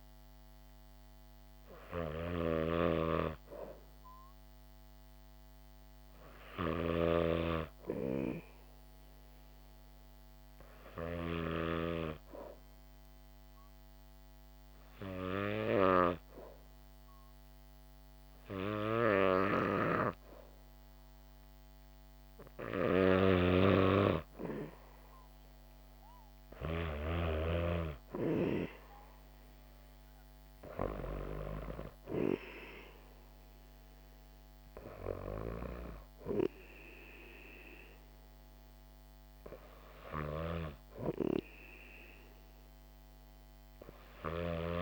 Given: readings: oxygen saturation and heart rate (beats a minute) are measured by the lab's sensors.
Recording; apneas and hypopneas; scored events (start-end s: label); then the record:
breathing in sleep by a microphone on the trachea; 1
0.00-11.50 s: snoring (device-marked)
13.00-24.00 s: hypopnea (oxygen 98% before, 91% lowest, heart rate 63 before, 62 extreme, up 2 after)
23.00-27.00 s: snoring (device-marked)
25.50-29.00 s: arousal
29.00-44.82 s: oxygen desaturation (device-marked, oxygen 95% before, 91% lowest, heart rate 65 before, 62 extreme)
From the record:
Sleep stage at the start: N2 (light sleep); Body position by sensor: on the back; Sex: female